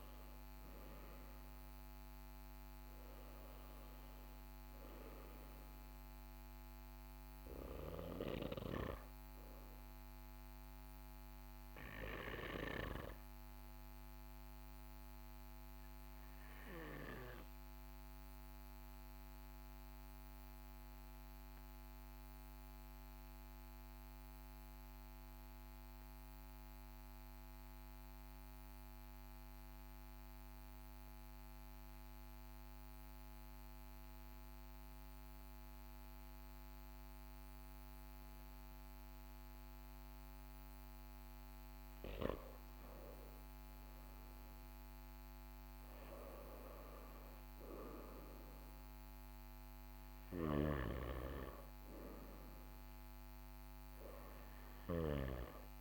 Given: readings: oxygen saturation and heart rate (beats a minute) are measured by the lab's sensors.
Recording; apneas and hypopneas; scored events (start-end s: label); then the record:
breathing in sleep by a microphone on the trachea; 1
0.00-17.00 s: oxygen desaturation (device-marked, oxygen 94% lowest, heart rate 39 extreme)
16.50-41.50 s: obstructive apnea (oxygen 97% before, 93% lowest, heart rate 43 before, 41 extreme, up 3 after)
42.00-55.81 s: oxygen desaturation (device-marked, oxygen 98% before, 93% lowest, heart rate 41 before, 42 extreme)
43.50-47.00 s: arousal
From the record:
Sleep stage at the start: N2 (light sleep); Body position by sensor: on the right side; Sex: male